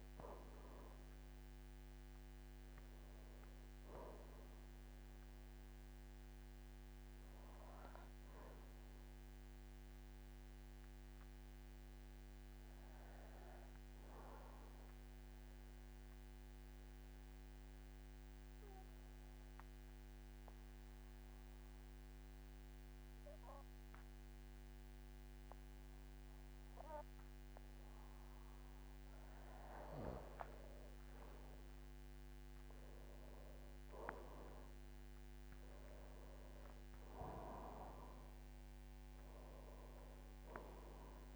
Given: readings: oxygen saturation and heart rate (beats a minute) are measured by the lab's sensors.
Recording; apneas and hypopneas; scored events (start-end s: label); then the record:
breathing in sleep by a microphone on the trachea; 1
0.00-20.00 s: oxygen desaturation (device-marked, oxygen 91% lowest, heart rate 49 extreme)
10.50-26.50 s: obstructive apnea (oxygen 98% before, 91% lowest, heart rate 61 before, 48 extreme, up 10 after)
31.00-35.00 s: arousal
34.00-41.36 s: oxygen desaturation (device-marked, oxygen 99% before, 92% lowest, heart rate 51 before, 47 extreme)
From the record:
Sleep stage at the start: N2 (light sleep); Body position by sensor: on the back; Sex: male